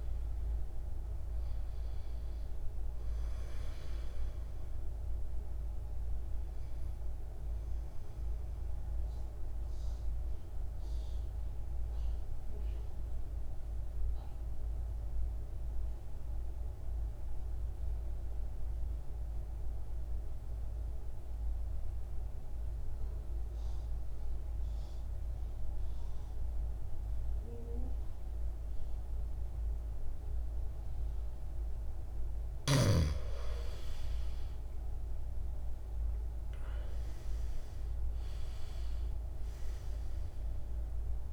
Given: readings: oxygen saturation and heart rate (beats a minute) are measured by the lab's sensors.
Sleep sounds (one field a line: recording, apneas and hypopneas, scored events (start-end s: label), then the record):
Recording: breathing in sleep, hard to hear, by a room microphone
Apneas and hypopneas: 1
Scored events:
0.00-25.00 s: oxygen desaturation (device-marked, oxygen 83% lowest, heart rate 52 extreme)
8.00-32.50 s: mixed apnea (oxygen 100% before, 83% lowest, heart rate 60 before, 53 extreme, up 16 after)
35.00-39.50 s: arousal
35.00-41.33 s: oxygen desaturation (device-marked, oxygen 99% before, 85% lowest, heart rate 55 before, 54 extreme)
From the record:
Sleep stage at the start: N2 (light sleep)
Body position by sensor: on the back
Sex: male